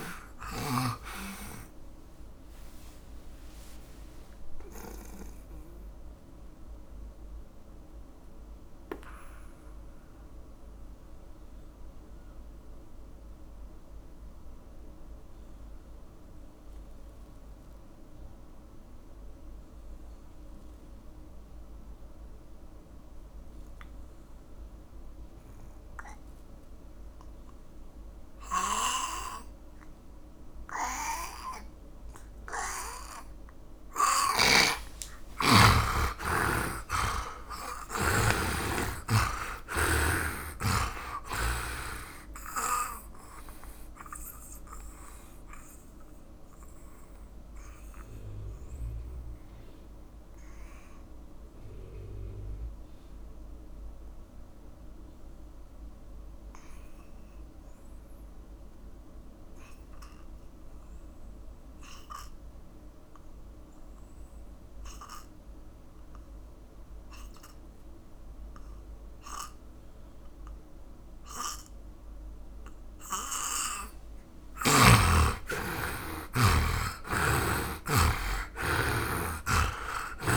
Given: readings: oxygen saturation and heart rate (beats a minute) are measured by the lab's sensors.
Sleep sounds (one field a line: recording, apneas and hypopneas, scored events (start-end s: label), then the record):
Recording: breathing in sleep by a room microphone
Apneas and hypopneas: 2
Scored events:
0.00-1.50 s: snoring (device-marked)
0.00-19.50 s: oxygen desaturation (device-marked, oxygen 79% lowest)
3.50-34.00 s: mixed apnea (oxygen 100% before, 77% lowest)
35.50-39.50 s: arousal
38.50-41.50 s: tachycardia (device-marked)
39.50-62.50 s: oxygen desaturation (device-marked, oxygen 99% before, 77% lowest, heart rate 38 before, 34 extreme)
43.00-74.00 s: obstructive apnea (oxygen 100% before, 77% lowest)
60.50-68.50 s: tachycardia (device-marked)
76.50-80.00 s: arousal
76.50-80.37 s: oxygen desaturation (device-marked, oxygen 100% before, 79% lowest)
77.50-80.37 s: snoring (device-marked)
From the record:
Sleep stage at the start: N2 (light sleep)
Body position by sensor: on the back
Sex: male